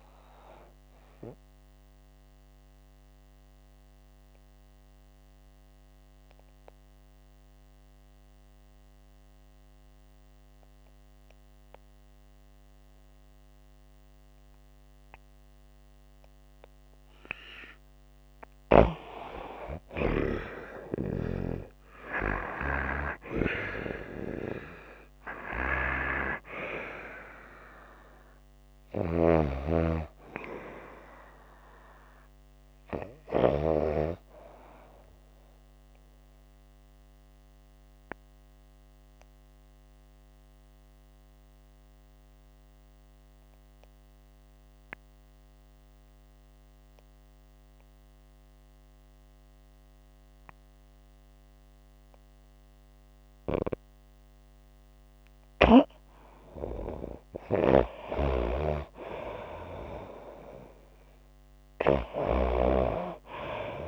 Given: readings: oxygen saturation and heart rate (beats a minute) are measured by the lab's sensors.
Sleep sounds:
breathing in sleep by a microphone on the trachea; 2
2.00-17.50 s: obstructive apnea (oxygen 95% before, 90% lowest, heart rate 125 before, 36 extreme, up 57 after)
19.50-34.50 s: oxygen desaturation (device-marked, oxygen 96% before, 90% lowest, heart rate 92 before, 36 extreme)
21.00-25.00 s: arousal
28.50-33.50 s: snoring (device-marked)
35.50-53.00 s: obstructive apnea (oxygen 96% before, 90% lowest, heart rate 103 before, 71 extreme, up 56 after)
54.50-63.88 s: oxygen desaturation (device-marked, oxygen 95% before, 90% lowest, heart rate 107 before, 70 extreme)
55.50-59.00 s: arousal
57.00-62.00 s: snoring (device-marked)
From the record:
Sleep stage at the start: N2 (light sleep); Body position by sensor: on the back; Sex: female

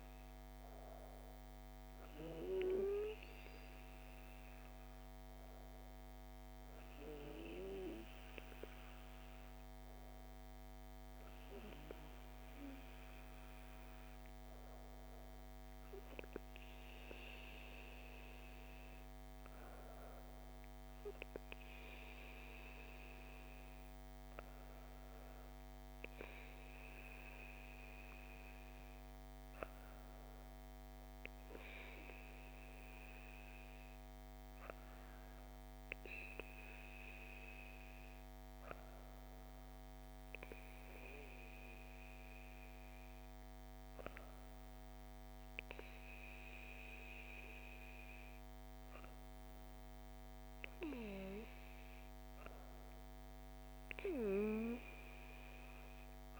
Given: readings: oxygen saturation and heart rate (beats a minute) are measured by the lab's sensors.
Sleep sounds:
breathing in sleep by a microphone on the trachea; none
26.50-56.40 s: new sleep stage, N2 (light sleep)
From the record:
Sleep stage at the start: N1 (lightest sleep); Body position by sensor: on the back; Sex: female

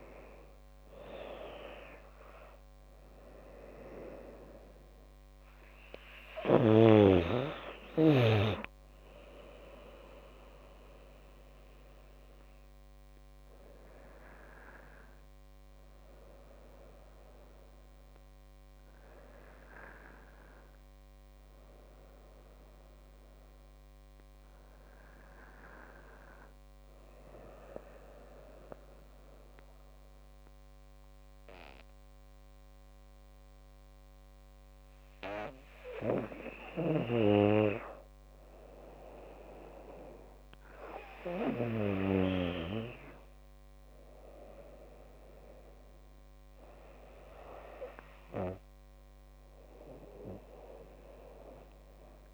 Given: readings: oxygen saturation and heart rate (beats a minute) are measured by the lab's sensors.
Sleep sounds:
breathing in sleep by a microphone on the trachea; 1
0.50-19.50 s: drop in pulse transit time (device-marked, heart rate 77 before, 82 extreme)
1.50-24.50 s: oxygen desaturation (device-marked, oxygen 96% before, 91% lowest, heart rate 77 before, 72 extreme)
27.00-38.00 s: obstructive apnea (oxygen 98% before, 92% lowest, heart rate 83 before, 72 extreme, up 11 after)
41.00-45.00 s: arousal
From the record:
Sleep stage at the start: N2 (light sleep); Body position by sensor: on the back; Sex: female

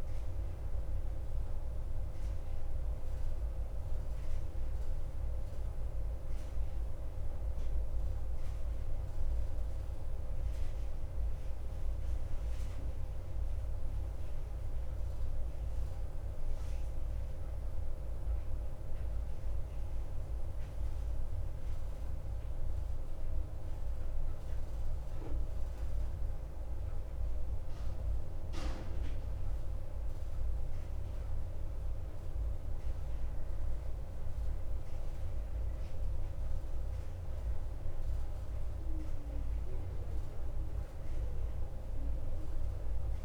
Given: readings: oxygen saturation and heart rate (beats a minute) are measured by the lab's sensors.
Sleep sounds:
breathing in sleep, hard to hear, by a room microphone; 1
0.00-24.00 s: oxygen desaturation (device-marked, oxygen 88% lowest, heart rate 49 extreme)
5.00-8.50 s: arousal
12.00-30.50 s: central apnea (oxygen 92% before, 90% lowest, heart rate 56 before, 49 extreme, up 1 after)
33.00-38.00 s: arousal
From the record:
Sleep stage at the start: N2 (light sleep); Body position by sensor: on the back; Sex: male

